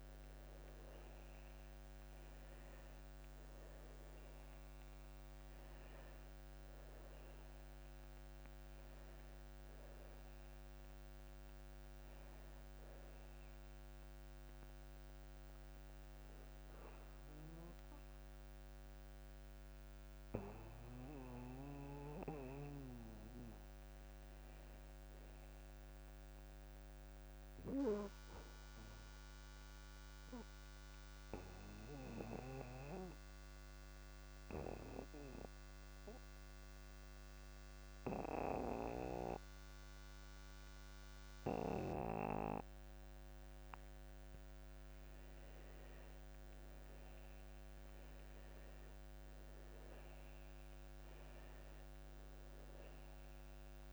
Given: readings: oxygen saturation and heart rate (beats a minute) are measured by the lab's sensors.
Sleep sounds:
breathing in sleep by a microphone on the trachea; 1
0.00-28.50 s: oxygen desaturation (device-marked, oxygen 74% lowest)
29.00-46.00 s: obstructive apnea (oxygen 99% before, 86% lowest)
48.00-51.00 s: arousal
48.50-53.93 s: oxygen desaturation (device-marked, oxygen 98% before, 86% lowest)
From the record:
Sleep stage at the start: N2 (light sleep); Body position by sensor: on the back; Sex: male

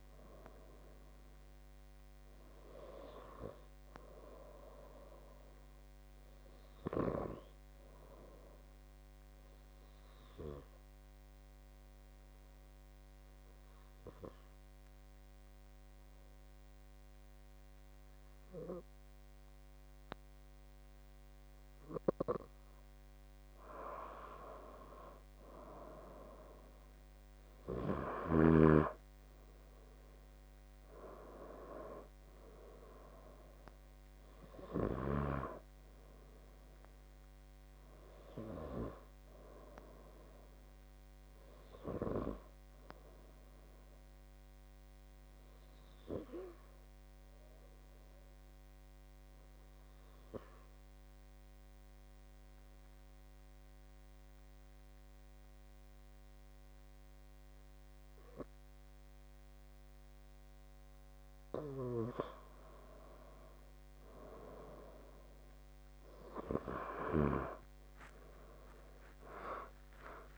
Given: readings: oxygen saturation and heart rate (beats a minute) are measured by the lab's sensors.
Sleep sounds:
breathing in sleep by a microphone on the trachea; 2
0.00-1.50 s: oxygen desaturation (device-marked, oxygen 92% lowest, heart rate 69 extreme)
8.00-23.00 s: obstructive apnea (oxygen 96% before, 91% lowest, heart rate 75 before, 69 extreme, up 8 after)
29.50-32.50 s: arousal
35.50-55.50 s: oxygen desaturation (device-marked, oxygen 96% before, 92% lowest, heart rate 76 before, 69 extreme)
45.00-61.00 s: obstructive apnea (oxygen 96% before, 91% lowest, heart rate 75 before, 69 extreme, up 6 after)
69.00-70.38 s: arousal
From the record:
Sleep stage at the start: N2 (light sleep); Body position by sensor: on the left side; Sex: male

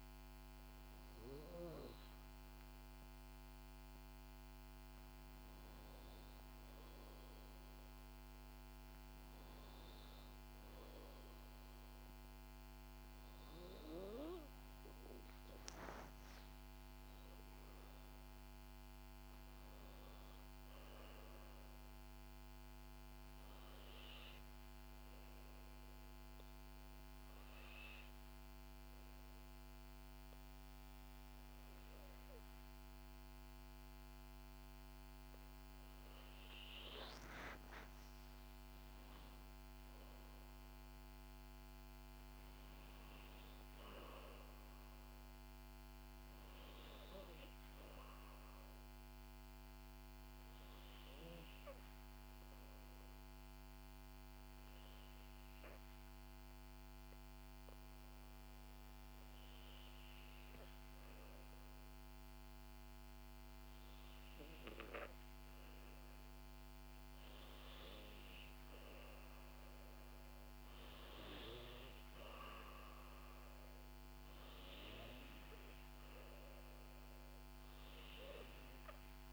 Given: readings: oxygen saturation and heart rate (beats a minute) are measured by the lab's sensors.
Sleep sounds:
breathing in sleep by a microphone on the trachea; 2
16.00-20.50 s: arousal
24.50-36.00 s: obstructive apnea (oxygen 97% before, 93% lowest, heart rate 66 before, 58 extreme, up 8 after)
37.00-41.00 s: arousal
51.50-65.00 s: hypopnea (oxygen 96% before, 92% lowest, heart rate 64 before, 60 extreme, up 5 after)
67.00-70.50 s: arousal
From the record:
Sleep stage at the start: N2 (light sleep); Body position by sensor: on the back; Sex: female

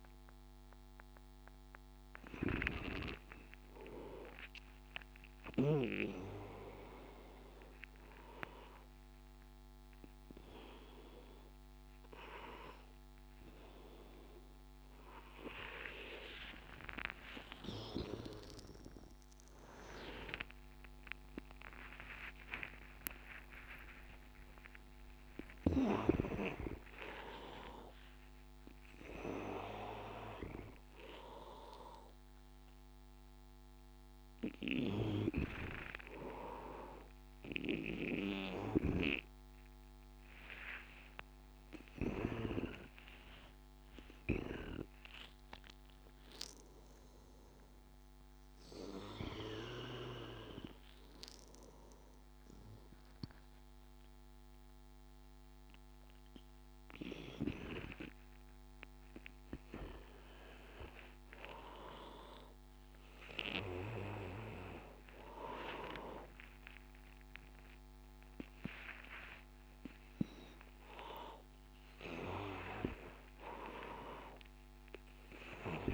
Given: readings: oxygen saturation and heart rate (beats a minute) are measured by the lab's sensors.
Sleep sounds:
a person awake in a sleep study, by a microphone on the trachea; none
0.00-5.00 s: oxygen desaturation (device-marked, oxygen 80% lowest, heart rate 75 extreme)
8.00-75.94 s: new sleep stage, awake
22.50-24.50 s: long interval between heartbeats (device-marked, heart rate 93 before, 102 extreme)
27.00-29.00 s: long interval between heartbeats (device-marked, heart rate 96 before, 119 extreme)
68.50-70.50 s: long interval between heartbeats (device-marked, heart rate 94 before, 106 extreme)
From the record:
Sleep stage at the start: N2 (light sleep); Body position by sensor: on the back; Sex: male

